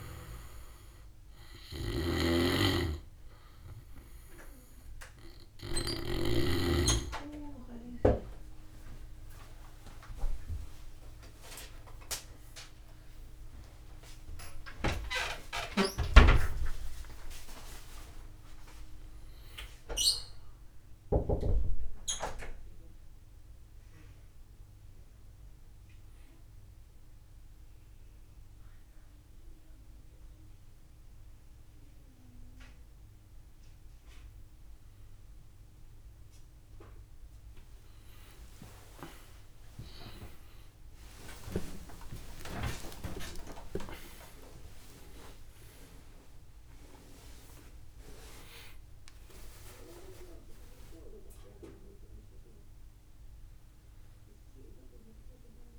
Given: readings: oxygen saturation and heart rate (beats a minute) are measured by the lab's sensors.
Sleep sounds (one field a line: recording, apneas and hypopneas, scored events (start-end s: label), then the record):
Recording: breathing in sleep by a room microphone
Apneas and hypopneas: none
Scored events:
0.00-14.50 s: oxygen desaturation (device-marked, oxygen 90% lowest, heart rate 52 extreme)
1.50-6.00 s: snoring (device-marked)
14.50-26.50 s: drop in pulse transit time (device-marked, heart rate 58 before, 66 extreme)
15.00-19.50 s: arousal
35.50-43.50 s: tachycardia (device-marked, heart rate 59 before, 150 extreme)
41.00-45.00 s: arousal
42.50-53.50 s: drop in pulse transit time (device-marked, heart rate 75 before, 90 extreme)
From the record:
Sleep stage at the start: N2 (light sleep)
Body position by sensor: on the back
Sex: male